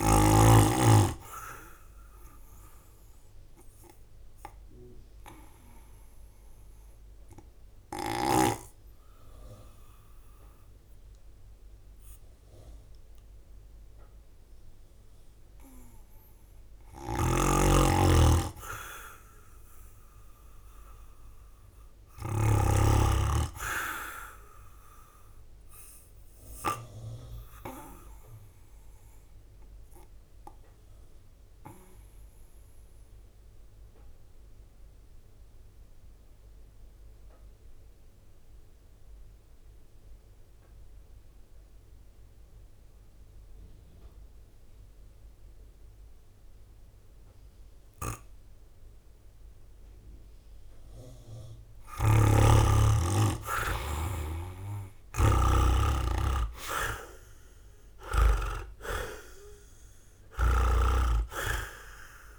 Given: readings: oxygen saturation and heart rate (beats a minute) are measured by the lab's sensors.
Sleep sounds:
breathing in sleep by a room microphone; 2
0.00-10.00 s: drop in pulse transit time (device-marked, heart rate 55 extreme)
4.50-16.50 s: obstructive apnea (oxygen 98% before, 91% lowest, heart rate 57 before, 52 extreme, up 5 after)
20.00-22.50 s: arousal
22.00-44.00 s: oxygen desaturation (device-marked, oxygen 97% before, 91% lowest, heart rate 56 before, 52 extreme)
31.00-49.50 s: obstructive apnea (oxygen 97% before, 91% lowest, heart rate 57 before, 52 extreme, up 13 after)
49.00-56.00 s: oxygen desaturation (device-marked, oxygen 98% before, 95% lowest, heart rate 53 before, 52 extreme)
54.00-59.00 s: arousal
55.00-62.39 s: drop in pulse transit time (device-marked, heart rate 53 before, 55 extreme)
From the record:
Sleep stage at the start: N2 (light sleep); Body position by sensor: on the right side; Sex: male

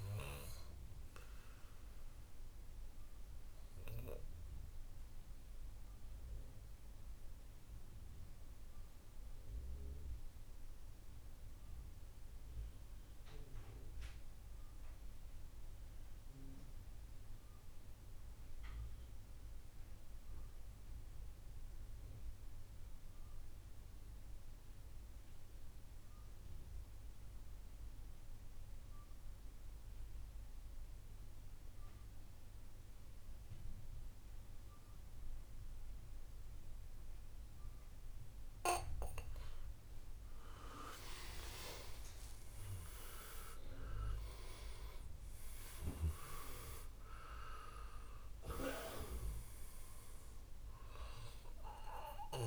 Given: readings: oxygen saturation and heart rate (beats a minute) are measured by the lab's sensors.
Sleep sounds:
breathing in sleep by a room microphone; 1
0.00-10.00 s: oxygen desaturation (device-marked, oxygen 82% lowest, heart rate 62 extreme)
2.50-40.00 s: mixed apnea (oxygen 93% before, 82% lowest, heart rate 81 before, 61 extreme, up 15 after)
28.00-52.47 s: oxygen desaturation (device-marked, oxygen 99% before, 86% lowest, heart rate 65 before, 61 extreme)
41.00-45.00 s: arousal
From the record:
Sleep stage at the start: N2 (light sleep); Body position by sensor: on the back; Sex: male

